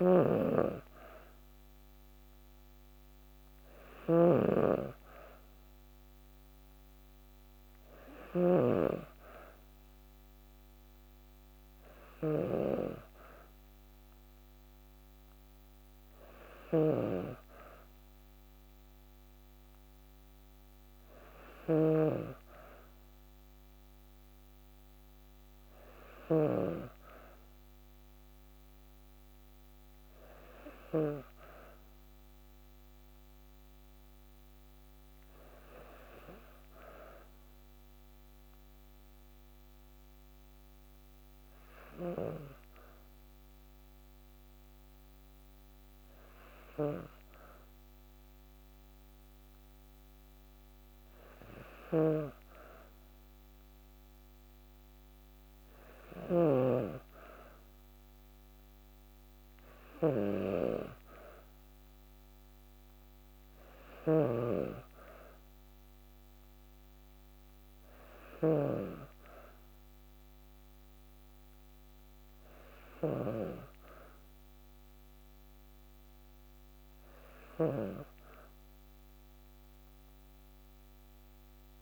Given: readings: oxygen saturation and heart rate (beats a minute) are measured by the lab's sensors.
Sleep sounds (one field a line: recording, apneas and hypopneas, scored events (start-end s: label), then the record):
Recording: breathing in sleep by a microphone on the trachea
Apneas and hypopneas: 1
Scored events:
0.00-30.50 s: snoring (device-marked)
42.00-54.50 s: hypopnea (oxygen 95% before, 93% lowest, heart rate 54 before, 53 extreme, up 0 after)
51.00-81.81 s: snoring (device-marked)
57.50-62.00 s: arousal
From the record:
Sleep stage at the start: N2 (light sleep)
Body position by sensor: on the back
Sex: female